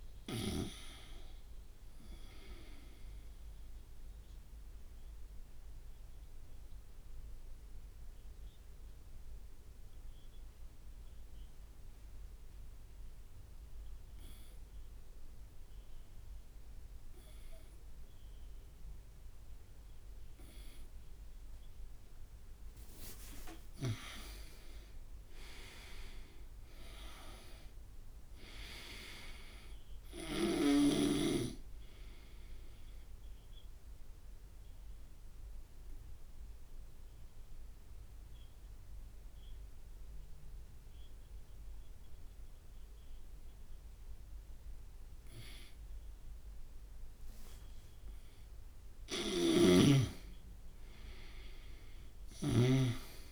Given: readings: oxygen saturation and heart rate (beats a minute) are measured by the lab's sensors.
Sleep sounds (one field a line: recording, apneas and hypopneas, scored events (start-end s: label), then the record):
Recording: breathing in sleep by a room microphone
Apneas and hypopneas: 2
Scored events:
0.00-13.00 s: oxygen desaturation (device-marked, oxygen 90% lowest)
4.00-22.50 s: obstructive apnea (oxygen 97% before, 90% lowest)
24.50-29.00 s: arousal
25.00-49.00 s: oxygen desaturation (device-marked, oxygen 98% before, 91% lowest)
34.50-46.50 s: obstructive apnea (oxygen 98% before, 91% lowest)
49.50-53.32 s: snoring (device-marked)
50.00-53.32 s: arousal
From the record:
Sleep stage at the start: N2 (light sleep)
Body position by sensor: on the right side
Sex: male